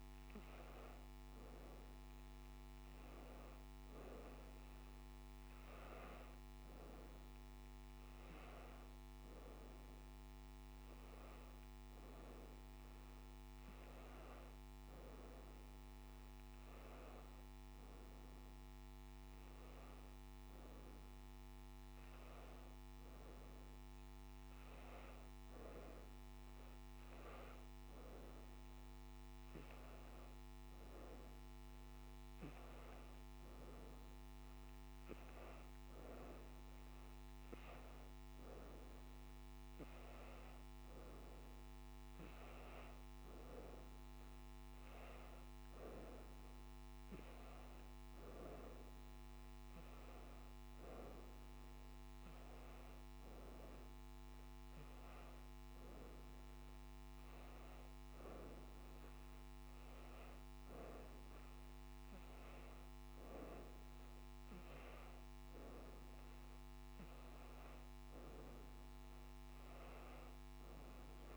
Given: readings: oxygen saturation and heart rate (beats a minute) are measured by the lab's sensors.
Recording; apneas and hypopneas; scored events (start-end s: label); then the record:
breathing in sleep by a microphone on the trachea; none
none scored
From the record:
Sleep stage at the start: N1 (lightest sleep); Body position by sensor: on the back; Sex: female